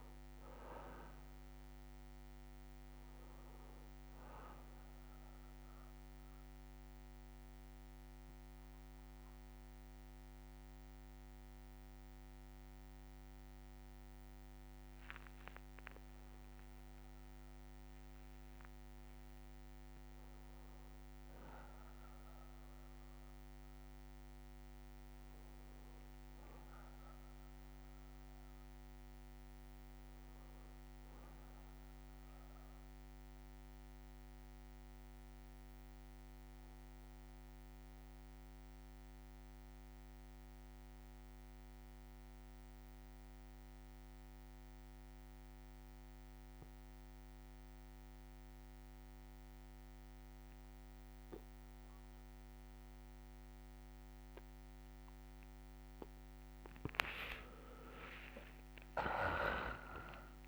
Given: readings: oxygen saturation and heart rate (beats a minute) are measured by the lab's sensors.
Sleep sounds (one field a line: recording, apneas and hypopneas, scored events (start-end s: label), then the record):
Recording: breathing in sleep by a microphone on the trachea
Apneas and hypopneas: 2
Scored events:
0.00-18.50 s: oxygen desaturation (device-marked, oxygen 94% lowest, heart rate 54 extreme)
7.50-19.00 s: obstructive apnea (oxygen 99% before, 92% lowest, heart rate 63 before, 54 extreme, up 4 after)
20.50-24.00 s: arousal
20.50-26.50 s: bradycardia (device-marked, heart rate 67 before, 54 extreme)
21.50-23.50 s: long interval between heartbeats (device-marked, heart rate 62 before, 64 extreme)
33.00-54.50 s: obstructive apnea (oxygen 99% before, 92% lowest, heart rate 60 before, 60 extreme, up 5 after)
52.50-60.47 s: oxygen desaturation (device-marked, oxygen 98% before, 92% lowest, heart rate 61 before, 59 extreme)
57.00-60.47 s: arousal
From the record:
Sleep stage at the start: N2 (light sleep)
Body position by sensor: on the back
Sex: male